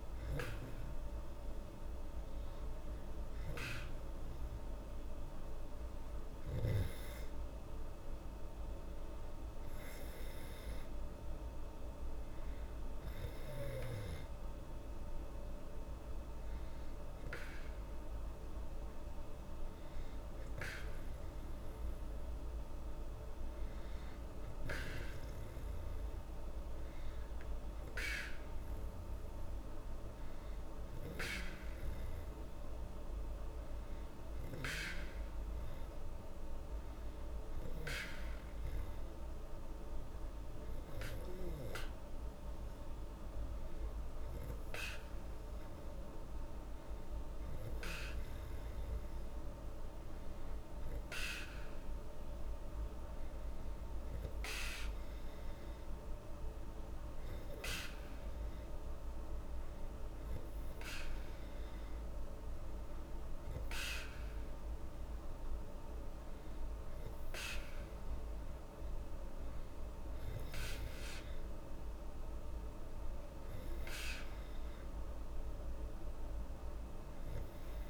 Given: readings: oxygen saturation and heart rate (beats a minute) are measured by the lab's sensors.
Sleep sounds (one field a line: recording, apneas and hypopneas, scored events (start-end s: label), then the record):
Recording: breathing in sleep by a room microphone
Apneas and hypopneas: none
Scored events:
none scored
From the record:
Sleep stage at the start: N2 (light sleep)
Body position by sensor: on the back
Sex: female